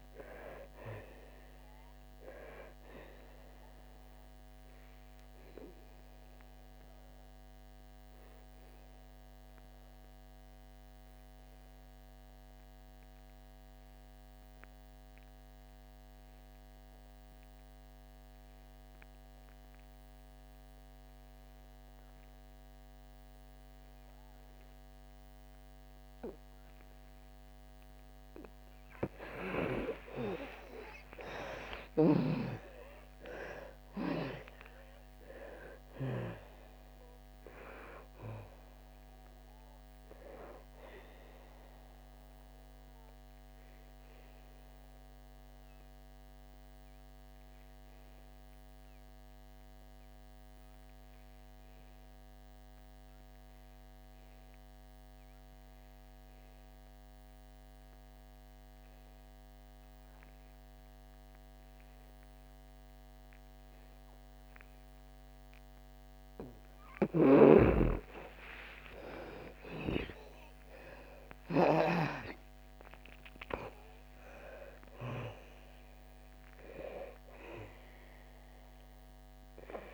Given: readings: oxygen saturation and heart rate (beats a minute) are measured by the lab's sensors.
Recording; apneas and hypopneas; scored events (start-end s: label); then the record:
breathing in sleep by a microphone on the trachea; 2
0.00-22.50 s: oxygen desaturation (device-marked, oxygen 84% lowest, heart rate 59 extreme)
2.50-28.00 s: obstructive apnea (oxygen 98% before, 81% lowest, heart rate 66 before, 57 extreme, up 30 after)
24.50-57.50 s: oxygen desaturation (device-marked, oxygen 98% before, 81% lowest, heart rate 67 before, 57 extreme)
30.00-34.50 s: arousal
42.50-66.00 s: obstructive apnea (oxygen 98% before, 81% lowest, heart rate 77 before, 57 extreme, up 19 after)
66.50-79.94 s: oxygen desaturation (device-marked, oxygen 99% before, 81% lowest, heart rate 60 before, 59 extreme)
67.00-72.00 s: snoring (device-marked)
68.00-72.50 s: arousal
From the record:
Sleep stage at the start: N2 (light sleep); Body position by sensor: on the back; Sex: female